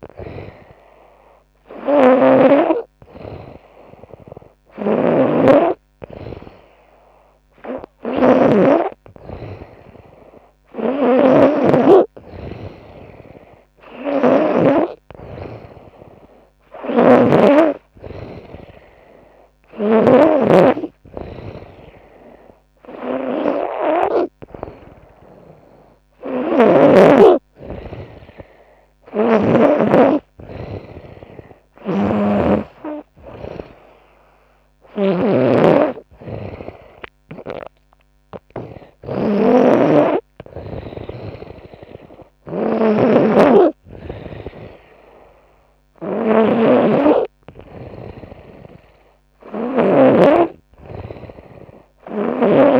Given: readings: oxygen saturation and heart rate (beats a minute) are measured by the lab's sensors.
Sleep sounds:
breathing in sleep by a microphone on the trachea; none
0.00-2.00 s: snoring (device-marked)
4.00-14.00 s: snoring (device-marked)
16.00-19.50 s: snoring (device-marked)
25.50-29.00 s: snoring (device-marked)
31.00-49.50 s: snoring (device-marked)
From the record:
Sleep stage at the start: N2 (light sleep); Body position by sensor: on the front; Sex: female

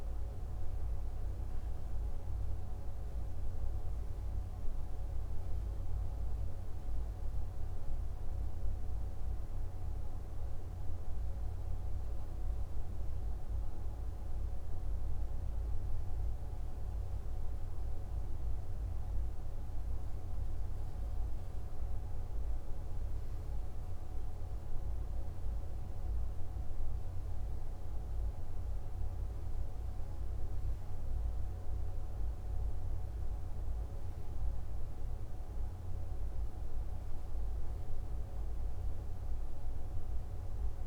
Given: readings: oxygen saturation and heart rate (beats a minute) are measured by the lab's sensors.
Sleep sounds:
breathing in sleep, hard to hear, by a room microphone; none
none scored
From the record:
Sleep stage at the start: REM sleep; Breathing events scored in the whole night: 71 in 5.8 hours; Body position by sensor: on the back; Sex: male

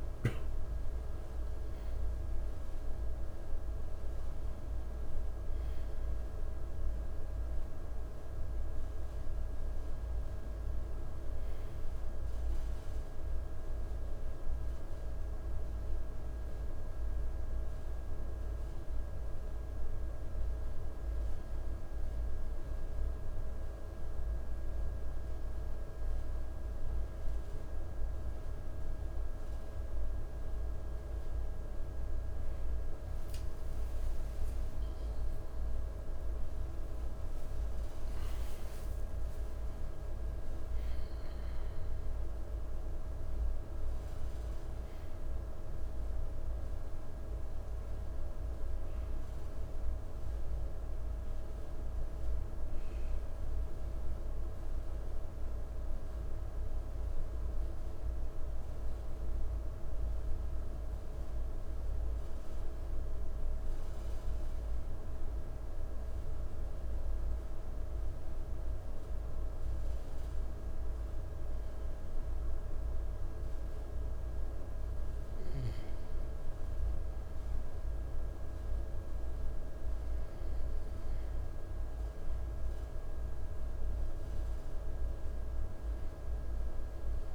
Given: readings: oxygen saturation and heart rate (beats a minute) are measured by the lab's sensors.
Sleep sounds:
breathing in sleep, hard to hear, by a room microphone; 2
0.00-2.00 s: arousal
13.50-28.50 s: hypopnea (oxygen 98% before, 96% lowest, heart rate 62 before, 52 extreme, up 7 after)
32.00-37.00 s: arousal
53.50-70.50 s: central apnea (oxygen 98% before, 96% lowest, heart rate 69 before, 52 extreme, up 2 after)
74.00-77.00 s: arousal
From the record:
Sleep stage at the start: N2 (light sleep); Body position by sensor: on the right side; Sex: male

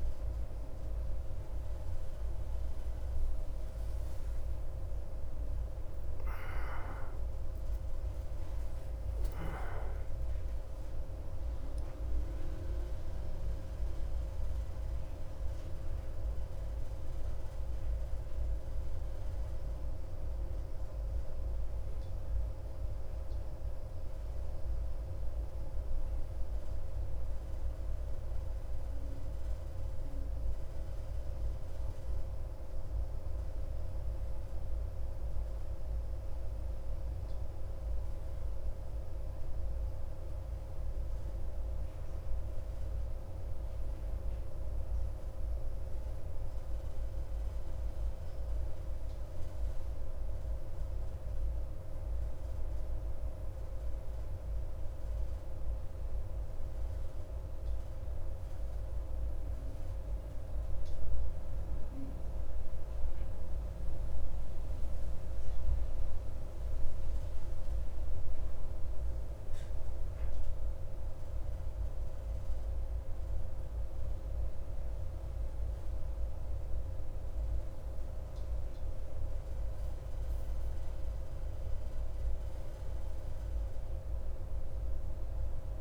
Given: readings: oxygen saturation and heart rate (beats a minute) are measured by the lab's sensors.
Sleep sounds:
a person awake in a sleep study, hard to hear, by a room microphone; none
none scored
From the record:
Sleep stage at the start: awake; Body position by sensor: on the back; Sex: male

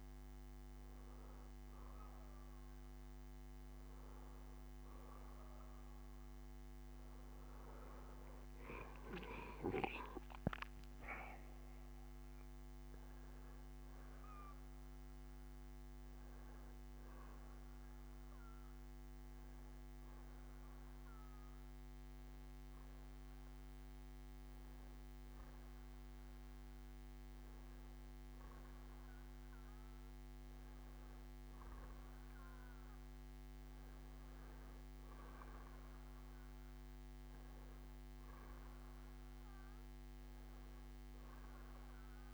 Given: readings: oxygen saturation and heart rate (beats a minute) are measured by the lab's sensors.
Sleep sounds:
breathing in sleep, hard to hear, by a microphone on the trachea; 1
0.00-2.00 s: arousal
0.00-7.00 s: bradycardia (device-marked, heart rate 66 before, 48 extreme)
16.00-22.00 s: bradycardia (device-marked, heart rate 66 before, 56 extreme)
16.50-29.00 s: hypopnea (oxygen 95% before, 93% lowest, heart rate 60 before, 57 extreme, up 10 after)
30.00-36.00 s: bradycardia (device-marked, heart rate 66 before, 57 extreme)
31.50-34.50 s: arousal
From the record:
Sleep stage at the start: N1 (lightest sleep); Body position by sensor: on the back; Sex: male

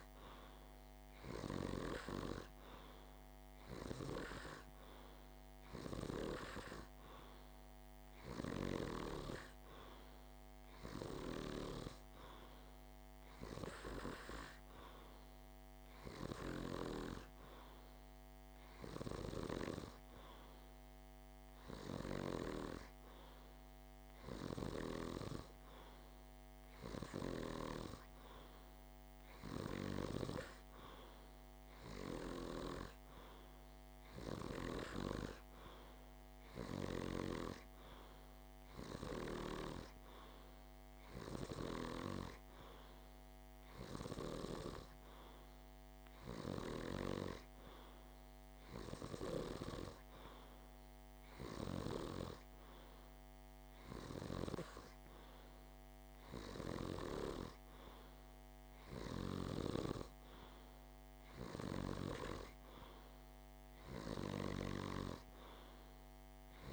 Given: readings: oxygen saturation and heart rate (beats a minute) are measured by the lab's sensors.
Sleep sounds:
breathing in sleep by a microphone on the trachea; none
none scored
From the record:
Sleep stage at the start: N2 (light sleep); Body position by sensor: on the back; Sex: male

